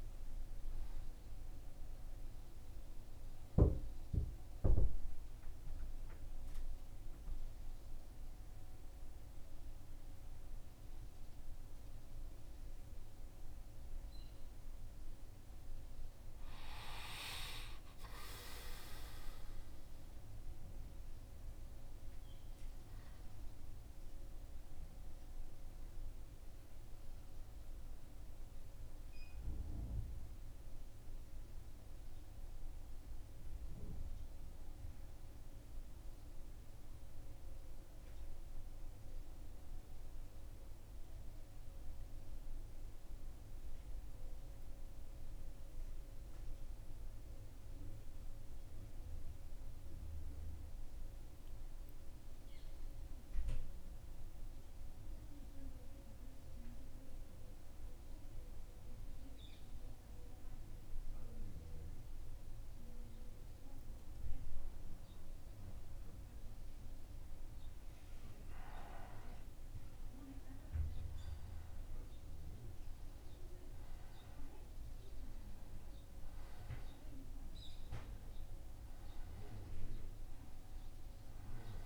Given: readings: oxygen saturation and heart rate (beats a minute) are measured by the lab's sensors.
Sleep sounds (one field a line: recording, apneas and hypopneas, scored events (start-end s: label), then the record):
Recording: breathing in sleep by a room microphone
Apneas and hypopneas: 2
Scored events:
0.00-3.00 s: arousal
4.50-15.50 s: obstructive apnea (oxygen 96% before, 88% lowest, heart rate 83 before, 81 extreme, up 0 after)
17.00-20.50 s: arousal
18.50-50.50 s: oxygen desaturation (device-marked, oxygen 96% before, 88% lowest, heart rate 82 before, 77 extreme)
34.50-64.50 s: mixed apnea (oxygen 96% before, 88% lowest, heart rate 81 before, 77 extreme, up 3 after)
67.00-71.00 s: arousal
From the record:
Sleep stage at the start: N1 (lightest sleep)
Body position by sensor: on the back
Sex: male